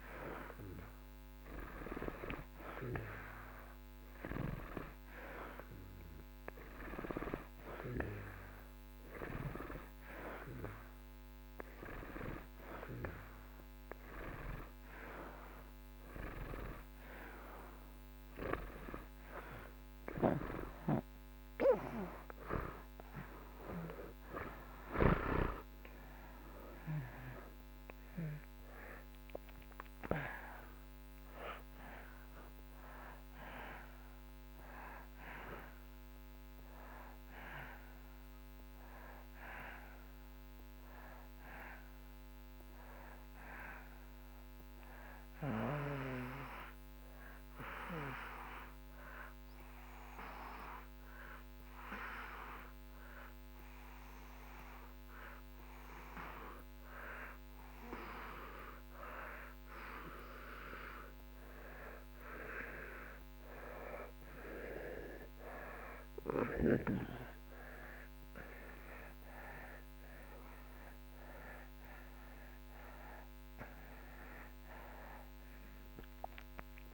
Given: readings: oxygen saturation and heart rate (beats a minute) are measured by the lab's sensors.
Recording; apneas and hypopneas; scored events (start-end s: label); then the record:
breathing in sleep by a microphone on the trachea; 1
20.00-25.50 s: arousal
48.00-60.50 s: hypopnea (oxygen 91% before, 90% lowest)
64.00-70.00 s: arousal
From the record:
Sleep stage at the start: N2 (light sleep); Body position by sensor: on the back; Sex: male